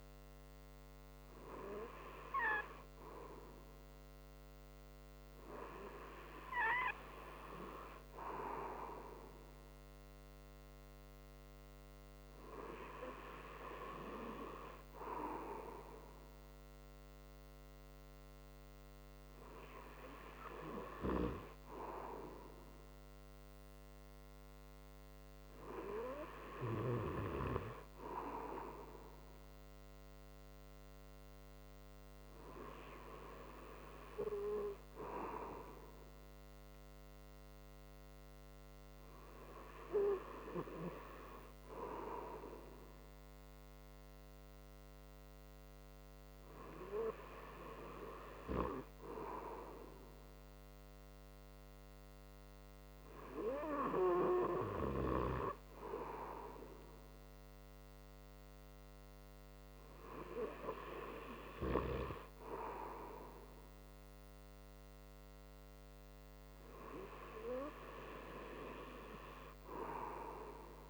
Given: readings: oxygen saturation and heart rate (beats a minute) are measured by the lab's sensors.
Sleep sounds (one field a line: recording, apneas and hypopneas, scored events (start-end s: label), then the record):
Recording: breathing in sleep by a microphone on the trachea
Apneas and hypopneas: none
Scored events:
none scored
From the record:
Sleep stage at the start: N2 (light sleep)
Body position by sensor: on the right side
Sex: male